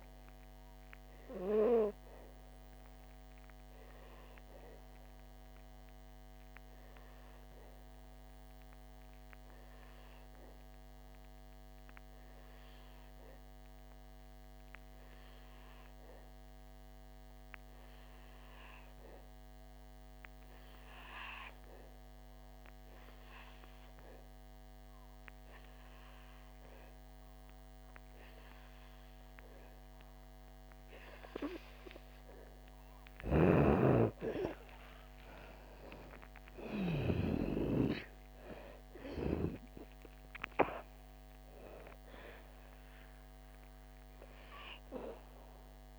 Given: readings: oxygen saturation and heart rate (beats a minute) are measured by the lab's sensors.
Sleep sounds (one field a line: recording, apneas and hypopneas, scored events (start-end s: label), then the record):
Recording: breathing in sleep by a microphone on the trachea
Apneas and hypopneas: 1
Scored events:
2.00-32.50 s: obstructive apnea (oxygen 96% before, 87% lowest, heart rate 65 before, 53 extreme, up 7 after)
33.50-37.50 s: snoring (device-marked)
36.00-41.50 s: arousal
44.00-45.99 s: oxygen desaturation (device-marked, oxygen 95% before, 91% lowest, heart rate 64 before, 53 extreme)
From the record:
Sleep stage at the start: N2 (light sleep)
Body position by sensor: on the back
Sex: female